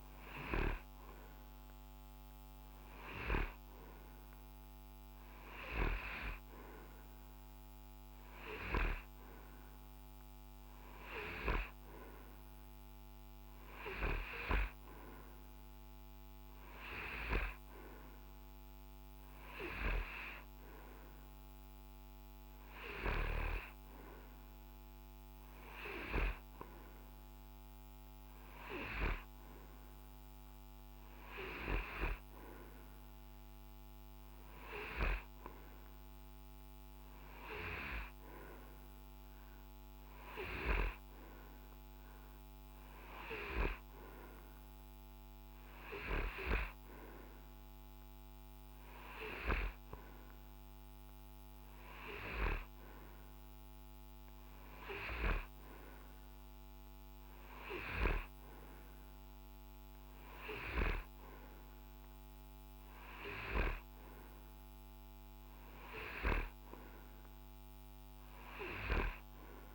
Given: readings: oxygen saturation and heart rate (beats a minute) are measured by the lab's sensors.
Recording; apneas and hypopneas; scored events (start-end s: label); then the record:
breathing in sleep by a microphone on the trachea; none
none scored
From the record:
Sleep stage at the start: N2 (light sleep); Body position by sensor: on the right side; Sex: male